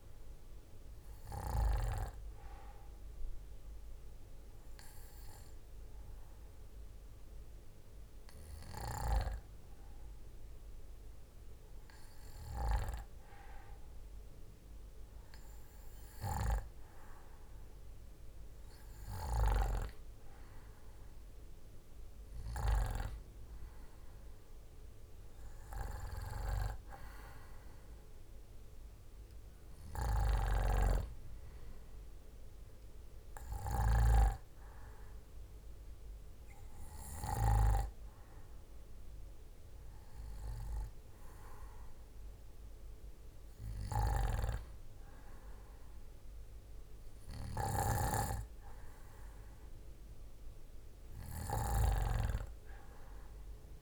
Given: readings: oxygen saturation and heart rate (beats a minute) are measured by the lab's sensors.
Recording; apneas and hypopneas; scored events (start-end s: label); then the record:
breathing in sleep by a room microphone; 1
0.50-15.50 s: obstructive apnea (oxygen 97% before, 94% lowest, heart rate 67 before, 66 extreme, up 5 after)
22.00-25.50 s: arousal
From the record:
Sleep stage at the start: N2 (light sleep); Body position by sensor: on the back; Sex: male